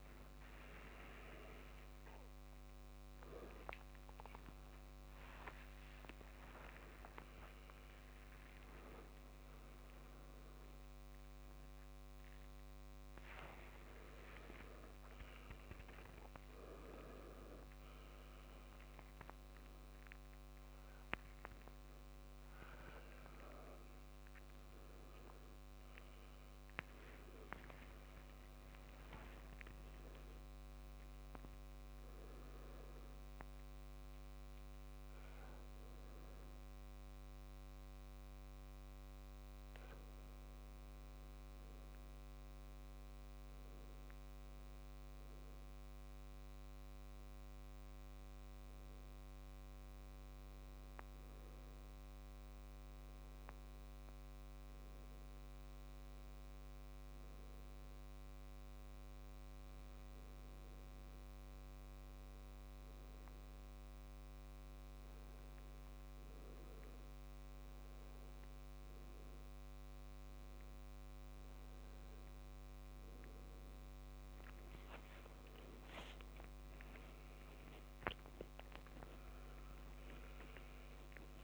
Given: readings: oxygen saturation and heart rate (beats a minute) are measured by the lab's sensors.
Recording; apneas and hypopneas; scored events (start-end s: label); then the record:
a person awake in a sleep study, by a microphone on the trachea; none
9.00-11.00 s: long interval between heartbeats (device-marked, heart rate 91 before, 95 extreme)
10.00-12.00 s: tachycardia (device-marked, heart rate 80 before, 97 extreme)
24.00-30.00 s: tachycardia (device-marked, heart rate 81 before, 108 extreme)
27.00-29.00 s: long interval between heartbeats (device-marked, heart rate 96 before, 106 extreme)
78.00-81.44 s: tachycardia (device-marked, heart rate 84 before, 101 extreme)
From the record:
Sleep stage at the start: awake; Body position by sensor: upright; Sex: male